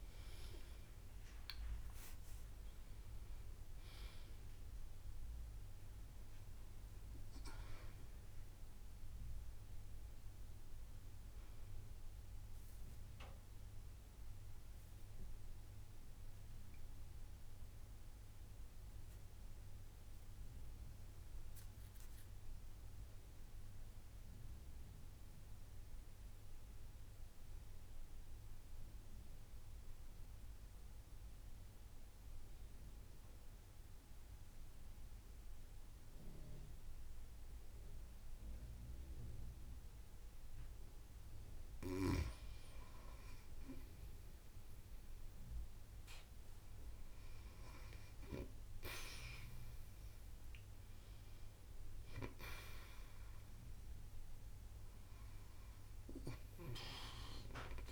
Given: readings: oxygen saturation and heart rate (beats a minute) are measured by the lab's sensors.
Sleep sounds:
breathing in sleep by a room microphone; 1
3.00-5.00 s: long interval between heartbeats (device-marked)
3.00-24.00 s: oxygen desaturation (device-marked, oxygen 96% before, 92% lowest)
14.50-16.50 s: long interval between heartbeats (device-marked)
18.50-41.00 s: mixed apnea (oxygen 96% before, 92% lowest)
20.50-22.50 s: long interval between heartbeats (device-marked)
23.50-25.50 s: long interval between heartbeats (device-marked)
27.50-29.50 s: long interval between heartbeats (device-marked, heart rate 30 before, 50 extreme)
42.50-47.50 s: arousal
46.00-48.00 s: long interval between heartbeats (device-marked)
49.00-57.92 s: oxygen desaturation (device-marked, oxygen 96% before, 92% lowest)
54.00-56.00 s: long interval between heartbeats (device-marked)
From the record:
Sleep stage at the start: N2 (light sleep); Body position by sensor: on the right side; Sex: female

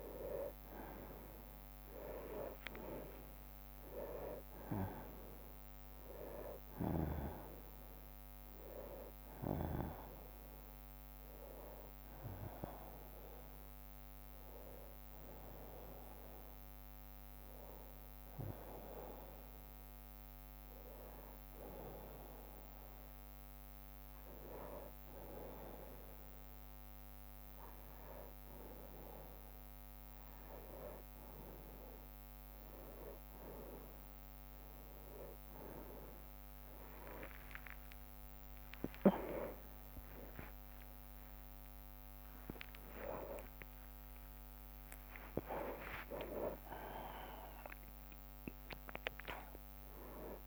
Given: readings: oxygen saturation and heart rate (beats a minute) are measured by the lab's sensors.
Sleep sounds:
a person awake in a sleep study, by a microphone on the trachea; 1
0.00-2.50 s: arousal
0.00-18.50 s: oxygen desaturation (device-marked, oxygen 92% lowest, heart rate 50 extreme)
10.00-27.50 s: hypopnea (oxygen 97% before, 92% lowest, heart rate 61 before, 50 extreme, up 15 after)
17.50-29.50 s: bradycardia (device-marked, heart rate 69 before, 50 extreme)
20.50-50.47 s: new sleep stage, awake
24.50-26.50 s: long interval between heartbeats (device-marked, heart rate 64 before, 50 extreme)
28.50-33.50 s: drop in pulse transit time (device-marked, heart rate 61 before, 57 extreme)
34.50-45.50 s: tachycardia (device-marked, heart rate 69 before, 169 extreme)
36.50-50.47 s: oxygen desaturation (device-marked, oxygen 96% before, 92% lowest, heart rate 58 before, 63 extreme)
38.00-40.00 s: long interval between heartbeats (device-marked, heart rate 60 before, 109 extreme)
40.50-42.50 s: long interval between heartbeats (device-marked, heart rate 68 before, 144 extreme)
43.50-45.50 s: long interval between heartbeats (device-marked, heart rate 84 before, 145 extreme)
45.50-50.47 s: drop in pulse transit time (device-marked, heart rate 94 before, 72 extreme)
From the record:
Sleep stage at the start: N2 (light sleep); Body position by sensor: on the right side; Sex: male

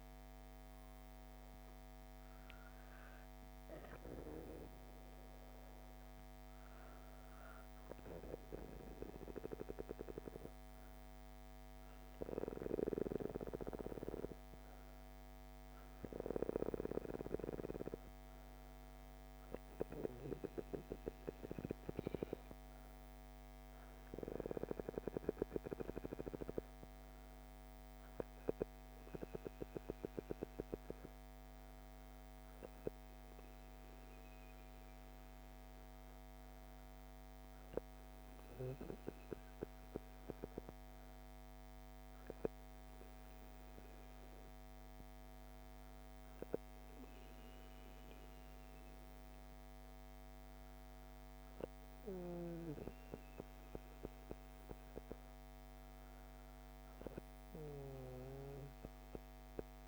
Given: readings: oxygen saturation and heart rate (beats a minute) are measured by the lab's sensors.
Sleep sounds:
breathing in sleep by a microphone on the trachea; none
none scored
From the record:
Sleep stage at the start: N2 (light sleep); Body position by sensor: on the back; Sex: female

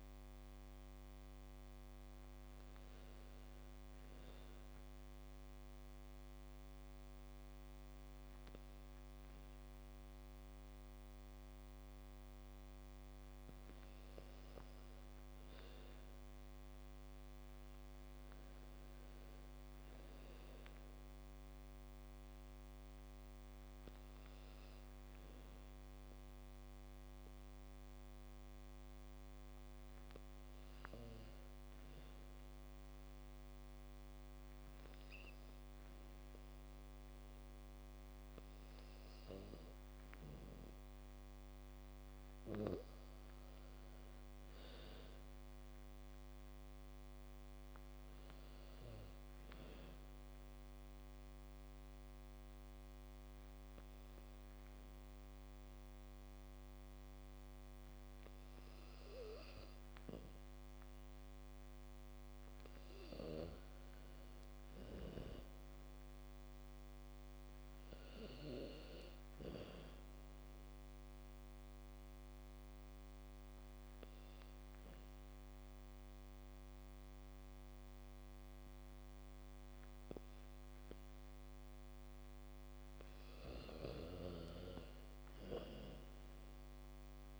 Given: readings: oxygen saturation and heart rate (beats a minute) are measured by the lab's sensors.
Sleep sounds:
breathing in sleep by a microphone on the trachea; 4
4.50-15.00 s: obstructive apnea (oxygen 98% before, 93% lowest, heart rate 78 before, 74 extreme)
17.50-21.00 s: arousal
23.00-33.00 s: oxygen desaturation (device-marked, oxygen 96% before, 93% lowest, heart rate 77 before, 74 extreme)
24.50-38.00 s: mixed apnea (oxygen 97% before, 92% lowest, heart rate 77 before, 74 extreme, up 3 after)
40.00-44.00 s: arousal
52.00-63.50 s: obstructive apnea (oxygen 96% before, 92% lowest, heart rate 76 before, 71 extreme, up 3 after)
64.50-67.50 s: arousal
68.00-79.00 s: oxygen desaturation (device-marked, oxygen 96% before, 93% lowest, heart rate 78 before, 71 extreme)
71.50-82.50 s: obstructive apnea (oxygen 96% before, 92% lowest, heart rate 78 before, 71 extreme)
83.50-87.40 s: arousal
From the record:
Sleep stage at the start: N2 (light sleep); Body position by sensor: on the back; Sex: female

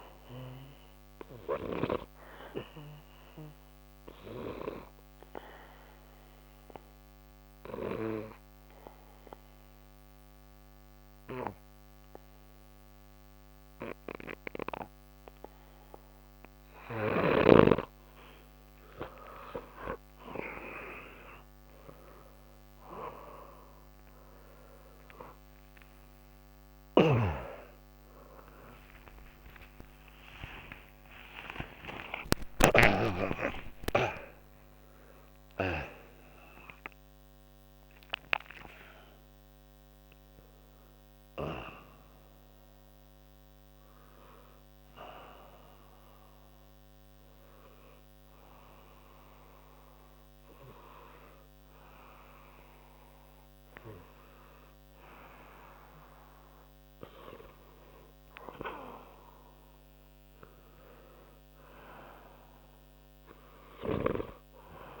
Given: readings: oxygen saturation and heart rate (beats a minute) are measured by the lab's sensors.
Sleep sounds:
breathing in sleep by a microphone on the trachea; 1
2.00-19.00 s: oxygen desaturation (device-marked, oxygen 95% before, 90% lowest)
4.50-18.50 s: obstructive apnea (oxygen 95% before, 88% lowest, heart rate 63 before, 60 extreme, up 33 after)
21.00-41.00 s: oxygen desaturation (device-marked, oxygen 96% before, 89% lowest)
21.50-27.00 s: arousal
27.00-30.50 s: snoring (device-marked)
From the record:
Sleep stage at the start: N2 (light sleep); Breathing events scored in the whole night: 471 in 6.8 hours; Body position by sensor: on the back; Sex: male

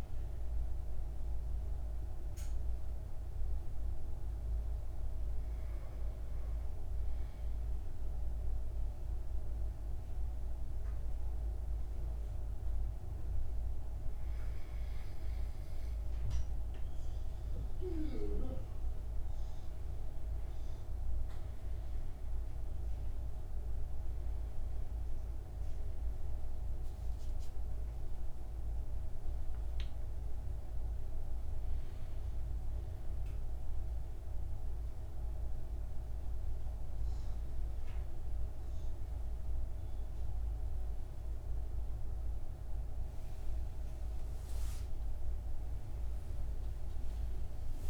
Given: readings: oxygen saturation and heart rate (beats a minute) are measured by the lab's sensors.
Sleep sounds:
a person partly awake in a sleep study, hard to hear, by a room microphone; 1
7.00-18.00 s: mixed apnea (oxygen 100% before, 94% lowest, heart rate 61 before, 55 extreme, up 6 after)
34.50-47.90 s: new sleep stage, awake
From the record:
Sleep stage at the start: N2 (light sleep); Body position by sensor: on the back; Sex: male

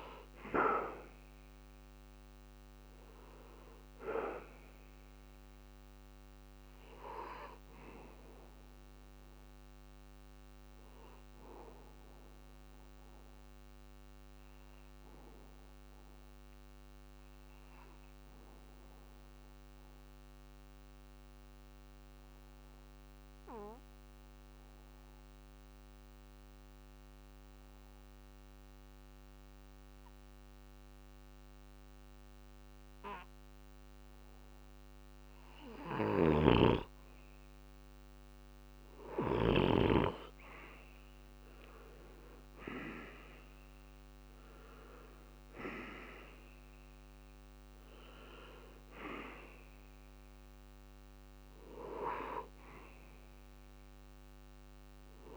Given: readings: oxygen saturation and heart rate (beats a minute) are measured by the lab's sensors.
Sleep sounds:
breathing in sleep by a microphone on the trachea; 1
0.00-18.00 s: oxygen desaturation (device-marked, oxygen 87% lowest)
11.50-35.00 s: mixed apnea (oxygen 97% before, 85% lowest)
33.00-55.37 s: oxygen desaturation (device-marked, oxygen 98% before, 85% lowest)
38.00-43.00 s: arousal
From the record:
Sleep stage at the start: N2 (light sleep); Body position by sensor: on the back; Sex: male

